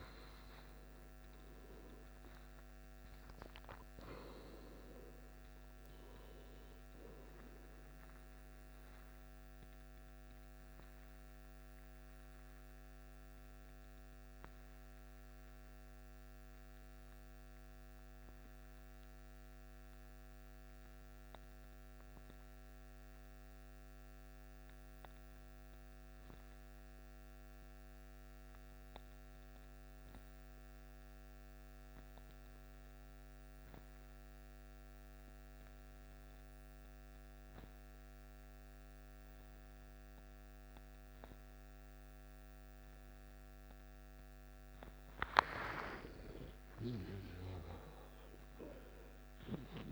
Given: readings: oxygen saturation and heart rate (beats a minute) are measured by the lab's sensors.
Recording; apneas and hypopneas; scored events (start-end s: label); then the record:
breathing in sleep by a microphone on the trachea; 1
0.00-21.50 s: oxygen desaturation (device-marked, oxygen 91% lowest, heart rate 52 extreme)
11.50-45.00 s: obstructive apnea (oxygen 99% before, 90% lowest, heart rate 63 before, 52 extreme, up 16 after)
41.50-49.92 s: oxygen desaturation (device-marked, oxygen 97% before, 90% lowest, heart rate 54 before, 53 extreme)
46.50-49.92 s: arousal
From the record:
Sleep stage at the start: N2 (light sleep); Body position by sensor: on the left side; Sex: male